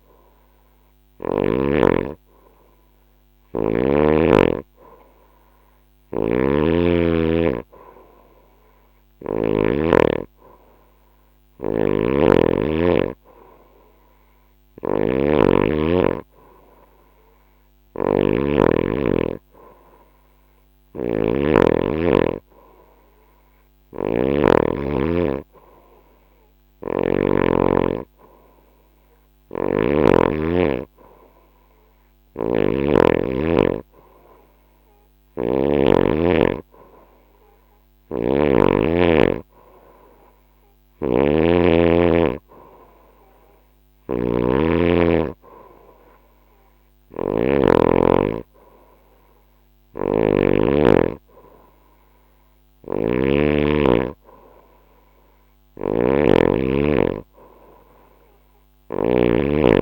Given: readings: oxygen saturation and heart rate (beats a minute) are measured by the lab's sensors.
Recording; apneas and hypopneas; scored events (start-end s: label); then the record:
breathing in sleep by a microphone on the trachea; none
5.50-9.00 s: snoring (device-marked)
11.00-26.50 s: snoring (device-marked)
28.50-35.00 s: snoring (device-marked)
37.00-47.00 s: snoring (device-marked)
49.00-58.50 s: snoring (device-marked)
From the record:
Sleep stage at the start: N2 (light sleep); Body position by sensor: on the right side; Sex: female